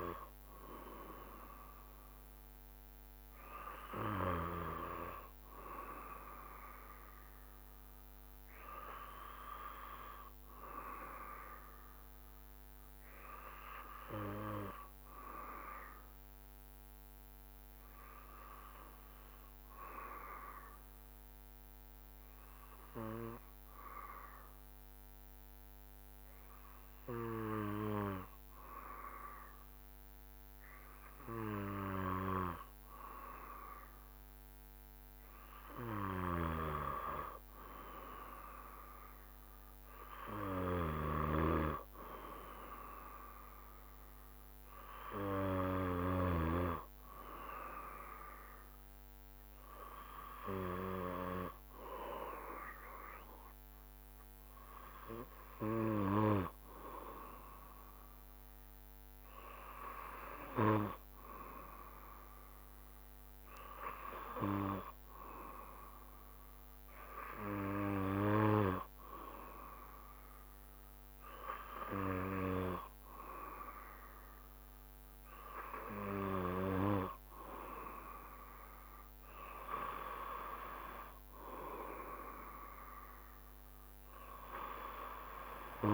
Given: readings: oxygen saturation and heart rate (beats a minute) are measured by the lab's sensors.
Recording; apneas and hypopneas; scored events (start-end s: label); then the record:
breathing in sleep by a microphone on the trachea; 1
7.50-11.00 s: arousal
12.50-33.00 s: obstructive apnea (oxygen 96% before, 93% lowest, heart rate 67 before, 65 extreme, up 4 after)
37.00-41.00 s: arousal
41.50-47.00 s: snoring (device-marked)
56.00-70.00 s: drop in pulse transit time (device-marked, heart rate 68 before, 68 extreme)
From the record:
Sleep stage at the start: N2 (light sleep); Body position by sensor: on the back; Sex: male